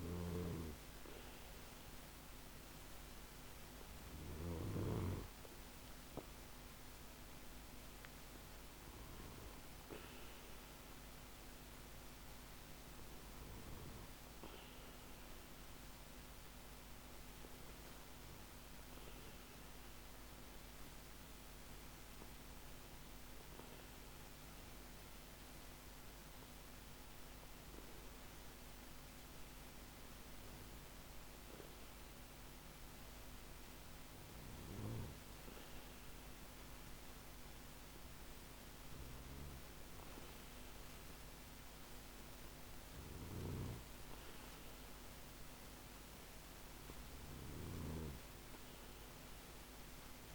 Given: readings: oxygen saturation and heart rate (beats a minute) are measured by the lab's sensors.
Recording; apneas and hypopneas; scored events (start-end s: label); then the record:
breathing in sleep by a microphone on the trachea; none
13.00-17.50 s: arousal
From the record:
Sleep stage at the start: N2 (light sleep); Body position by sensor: on the back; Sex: male